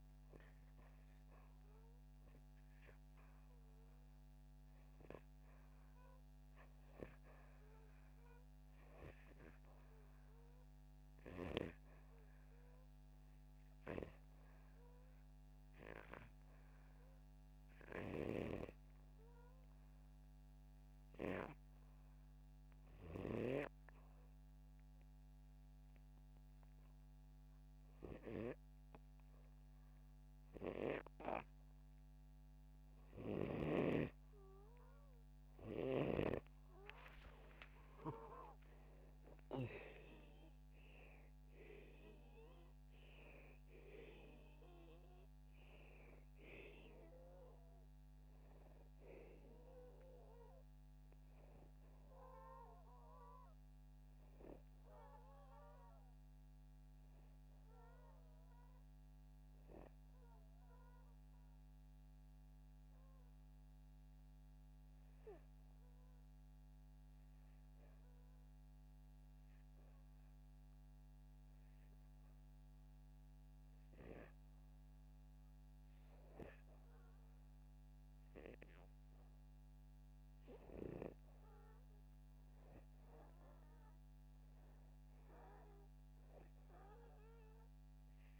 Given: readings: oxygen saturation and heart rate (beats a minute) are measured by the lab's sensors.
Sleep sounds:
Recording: breathing in sleep by a microphone on the trachea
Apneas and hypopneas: none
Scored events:
37.00-41.50 s: arousal
44.50-70.50 s: oxygen desaturation (device-marked, oxygen 96% before, 90% lowest, heart rate 80 before, 76 extreme)
86.50-88.39 s: oxygen desaturation (device-marked, oxygen 99% before, 93% lowest, heart rate 78 before, 77 extreme)
From the record:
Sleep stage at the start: REM sleep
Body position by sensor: upright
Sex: male

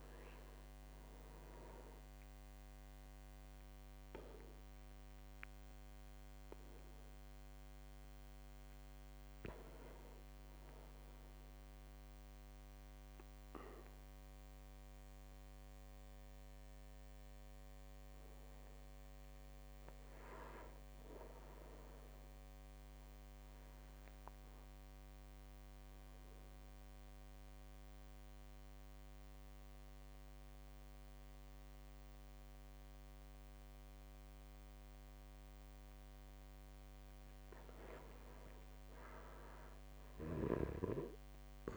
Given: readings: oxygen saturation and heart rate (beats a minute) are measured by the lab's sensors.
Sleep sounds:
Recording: breathing in sleep by a microphone on the trachea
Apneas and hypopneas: 2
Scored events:
0.50-10.50 s: obstructive apnea (oxygen 99% before, 95% lowest, heart rate 60 before, 55 extreme, up 5 after)
4.00-6.00 s: long interval between heartbeats (device-marked, heart rate 60 before, 60 extreme)
5.00-20.00 s: oxygen desaturation (device-marked, oxygen 99% before, 95% lowest, heart rate 61 before, 57 extreme)
16.50-21.00 s: arousal
21.00-33.00 s: drop in pulse transit time (device-marked, heart rate 59 before, 58 extreme)
23.50-35.50 s: obstructive apnea (oxygen 100% before, 95% lowest, heart rate 59 before, 57 extreme, up 3 after)
24.00-26.00 s: long interval between heartbeats (device-marked, heart rate 59 before, 60 extreme)
31.50-33.50 s: long interval between heartbeats (device-marked, heart rate 59 before, 58 extreme)
36.50-39.50 s: arousal
From the record:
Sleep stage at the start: REM sleep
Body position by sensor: on the back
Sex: male

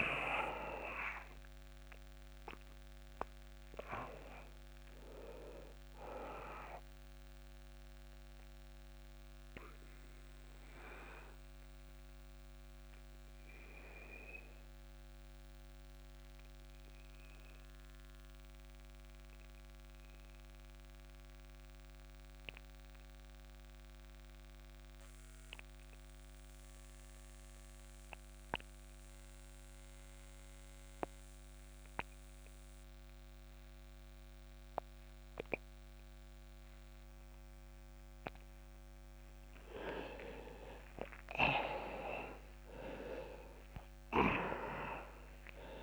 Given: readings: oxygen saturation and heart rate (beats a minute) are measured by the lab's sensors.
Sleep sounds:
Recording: breathing in sleep by a microphone on the trachea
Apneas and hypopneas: 1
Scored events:
0.00-25.00 s: oxygen desaturation (device-marked, oxygen 82% lowest)
7.50-38.00 s: obstructive apnea (oxygen 96% before, 82% lowest, heart rate 42 before, 25 extreme, up 40 after)
40.00-44.50 s: arousal
44.00-45.83 s: oxygen desaturation (device-marked, oxygen 99% before, 90% lowest, heart rate 57 before, 25 extreme)
From the record:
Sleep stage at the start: N2 (light sleep)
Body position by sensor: on the back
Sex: male

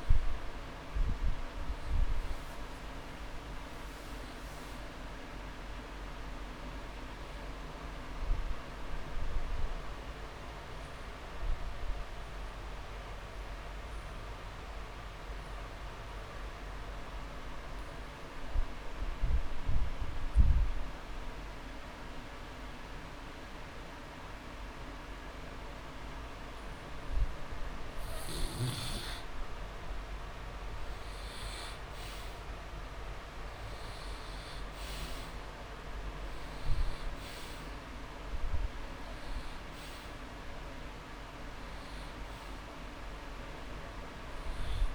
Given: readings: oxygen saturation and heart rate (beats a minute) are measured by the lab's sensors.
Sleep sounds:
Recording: breathing in sleep, hard to hear, by a room microphone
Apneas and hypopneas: 1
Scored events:
0.00-5.50 s: oxygen desaturation (device-marked, oxygen 95% lowest)
3.50-10.50 s: drop in pulse transit time (device-marked)
9.50-11.50 s: long interval between heartbeats (device-marked)
10.50-27.50 s: obstructive apnea (oxygen 100% before, 88% lowest)
26.50-28.50 s: long interval between heartbeats (device-marked)
29.50-33.00 s: arousal
35.50-44.95 s: oxygen desaturation (device-marked, oxygen 97% before, 88% lowest)
From the record:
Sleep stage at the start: N2 (light sleep)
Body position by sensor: on the back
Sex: male

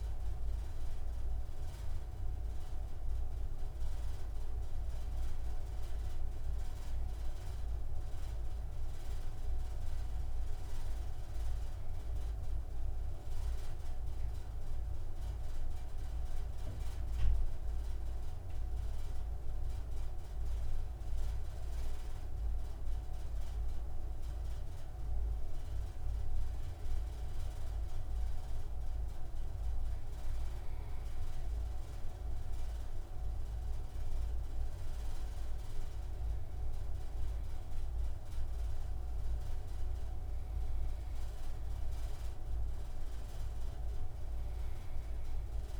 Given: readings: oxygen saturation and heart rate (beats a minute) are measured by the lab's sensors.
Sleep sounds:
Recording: breathing in sleep, hard to hear, by a room microphone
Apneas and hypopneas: none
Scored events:
none scored
From the record:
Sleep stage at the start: N2 (light sleep)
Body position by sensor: on the right side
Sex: male

